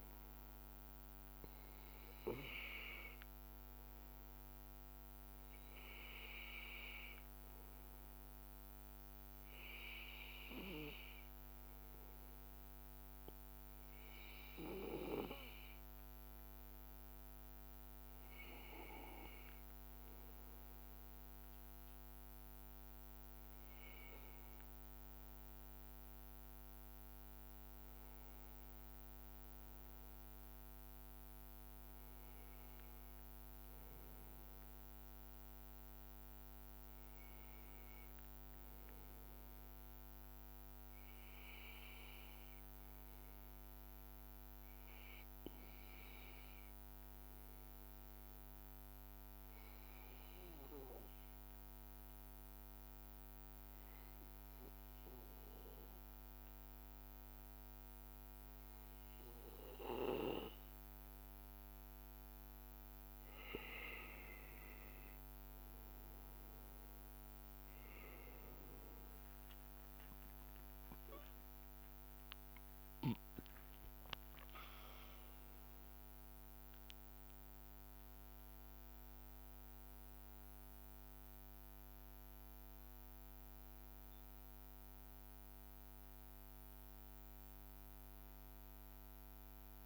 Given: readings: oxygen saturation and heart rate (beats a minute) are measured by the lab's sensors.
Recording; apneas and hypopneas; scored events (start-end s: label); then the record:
breathing in sleep by a microphone on the trachea; 1
30.50-34.00 s: arousal
40.50-74.00 s: obstructive apnea (oxygen 96% before, 92% lowest, heart rate 78 before, 76 extreme, up 1 after)
65.00-79.00 s: oxygen desaturation (device-marked, oxygen 96% before, 92% lowest, heart rate 79 before, 76 extreme)
77.50-81.50 s: arousal
From the record:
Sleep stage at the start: N2 (light sleep); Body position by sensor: on the back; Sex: male